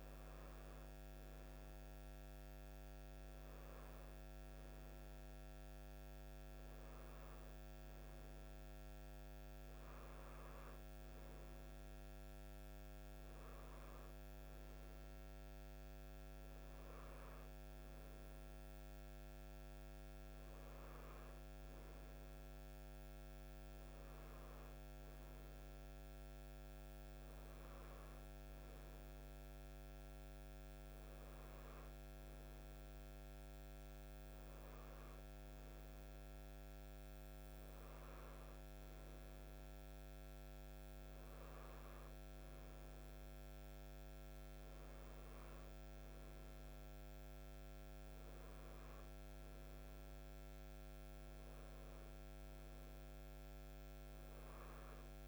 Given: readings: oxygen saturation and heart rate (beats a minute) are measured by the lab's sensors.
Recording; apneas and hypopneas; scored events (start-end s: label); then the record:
breathing in sleep, hard to hear, by a microphone on the trachea; none
none scored
From the record:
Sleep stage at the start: N3 (deep sleep); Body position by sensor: on the right side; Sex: male